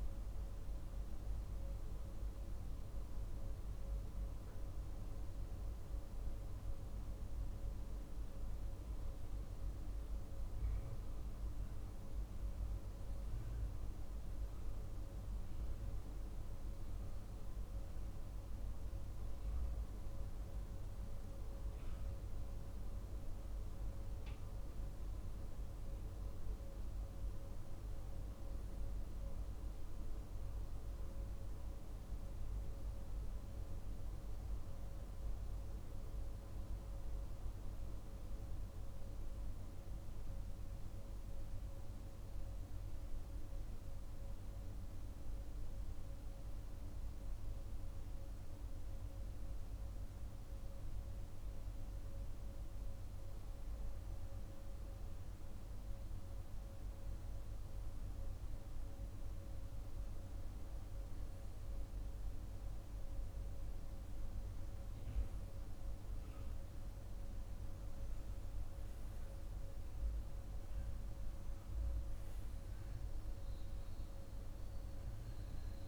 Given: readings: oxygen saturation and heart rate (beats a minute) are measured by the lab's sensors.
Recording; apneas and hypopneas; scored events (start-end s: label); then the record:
breathing in sleep, hard to hear, by a room microphone; none
none scored
From the record:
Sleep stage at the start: N2 (light sleep); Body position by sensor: on the right side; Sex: male